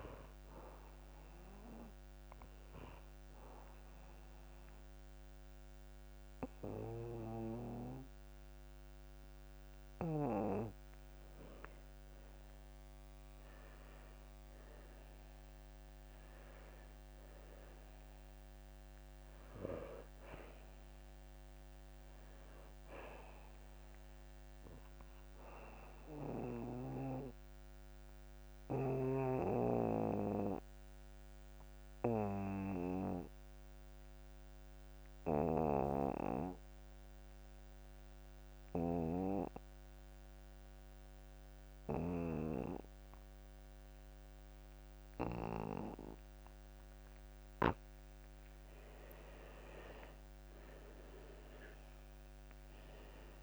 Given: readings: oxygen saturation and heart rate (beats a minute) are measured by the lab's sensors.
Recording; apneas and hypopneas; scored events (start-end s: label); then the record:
breathing in sleep by a microphone on the trachea; 2
0.00-5.50 s: oxygen desaturation (device-marked, oxygen 93% lowest)
1.00-12.00 s: obstructive apnea (oxygen 97% before, 88% lowest)
13.00-16.50 s: arousal
15.50-42.50 s: oxygen desaturation (device-marked, oxygen 96% before, 88% lowest)
27.50-48.50 s: obstructive apnea (oxygen 96% before, 85% lowest)
49.50-53.43 s: oxygen desaturation (device-marked, oxygen 96% before, 85% lowest)
50.50-53.43 s: arousal
From the record:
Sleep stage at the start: N2 (light sleep); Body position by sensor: on the back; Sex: male